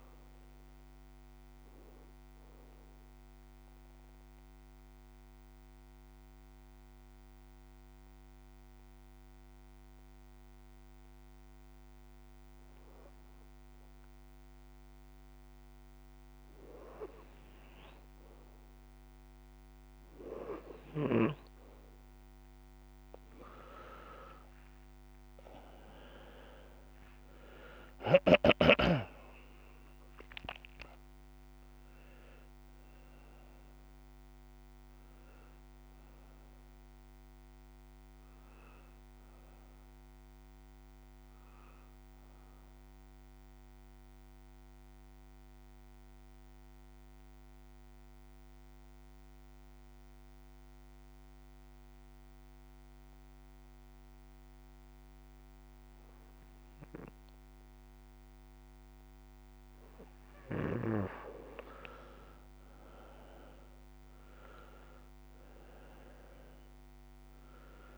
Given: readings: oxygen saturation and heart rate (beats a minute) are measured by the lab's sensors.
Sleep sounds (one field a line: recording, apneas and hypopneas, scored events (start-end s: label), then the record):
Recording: breathing in sleep by a microphone on the trachea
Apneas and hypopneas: 2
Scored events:
0.00-11.00 s: oxygen desaturation (device-marked, oxygen 88% lowest)
3.00-15.50 s: obstructive apnea (oxygen 99% before, 88% lowest)
19.00-31.00 s: oxygen desaturation (device-marked, oxygen 97% before, 91% lowest)
20.00-24.00 s: arousal
35.50-39.00 s: arousal
43.50-58.00 s: obstructive apnea (oxygen 96% before, 89% lowest)
60.00-64.00 s: arousal
62.00-67.98 s: oxygen desaturation (device-marked, oxygen 97% before, 89% lowest)
From the record:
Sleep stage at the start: N2 (light sleep)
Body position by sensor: on the back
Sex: male